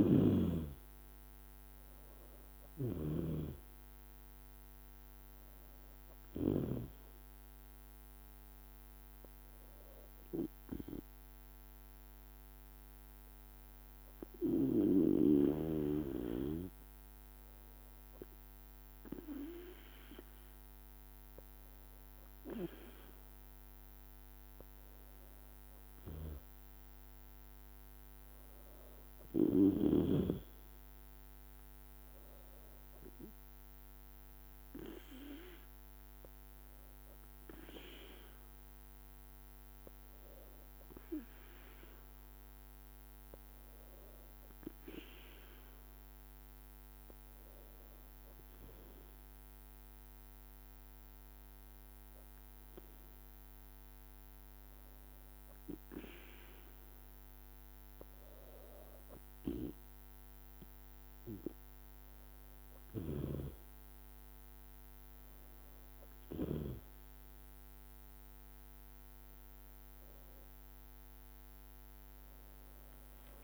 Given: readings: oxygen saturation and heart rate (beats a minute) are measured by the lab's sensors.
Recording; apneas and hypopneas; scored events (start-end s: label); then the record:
breathing in sleep by a microphone on the trachea; 3
0.00-7.00 s: snoring (device-marked)
3.50-19.50 s: oxygen desaturation (device-marked, oxygen 98% before, 91% lowest, heart rate 56 before, 56 extreme)
10.00-21.50 s: hypopnea (oxygen 98% before, 91% lowest, heart rate 58 before, 56 extreme, up 3 after)
24.50-28.00 s: arousal
34.50-49.00 s: hypopnea (oxygen 98% before, 94% lowest, heart rate 57 before, 57 extreme, up 2 after)
51.00-54.00 s: arousal
56.00-67.00 s: hypopnea (oxygen 98% before, 93% lowest, heart rate 58 before, 54 extreme, up 2 after)
69.50-73.44 s: arousal
From the record:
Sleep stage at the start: N2 (light sleep); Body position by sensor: on the back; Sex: female